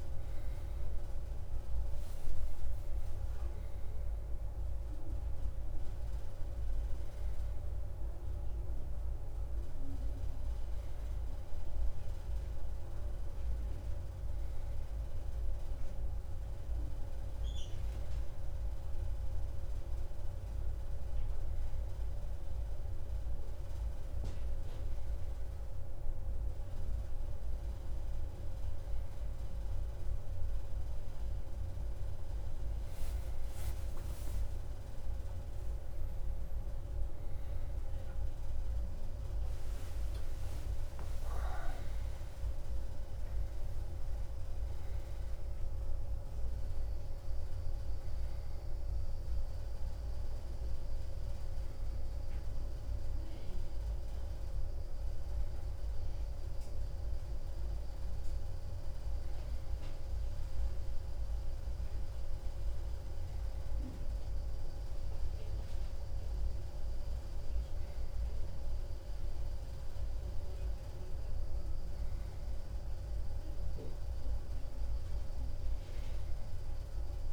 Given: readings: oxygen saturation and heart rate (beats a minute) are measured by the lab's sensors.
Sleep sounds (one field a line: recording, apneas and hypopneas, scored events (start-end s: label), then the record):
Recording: breathing in sleep, hard to hear, by a room microphone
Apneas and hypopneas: none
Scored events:
38.50-43.50 s: arousal
From the record:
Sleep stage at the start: N2 (light sleep)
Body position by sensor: on the right side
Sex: male